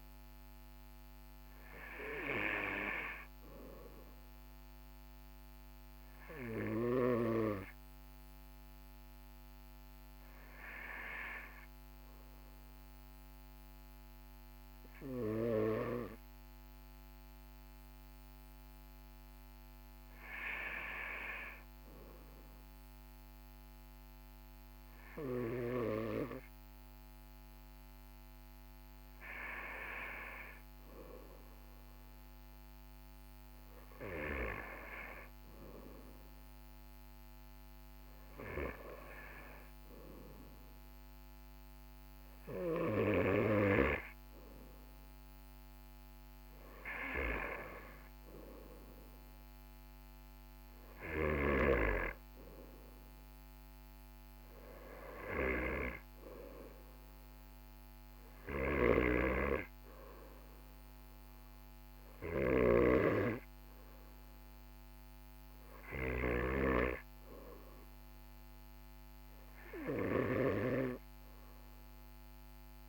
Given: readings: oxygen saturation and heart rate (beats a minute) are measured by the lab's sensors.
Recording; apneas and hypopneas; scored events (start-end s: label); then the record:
breathing in sleep by a microphone on the trachea; none
8.00-72.88 s: new sleep stage, N2 (light sleep)
58.00-62.50 s: snoring (device-marked)
From the record:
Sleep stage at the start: N1 (lightest sleep); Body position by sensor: on the right side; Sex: male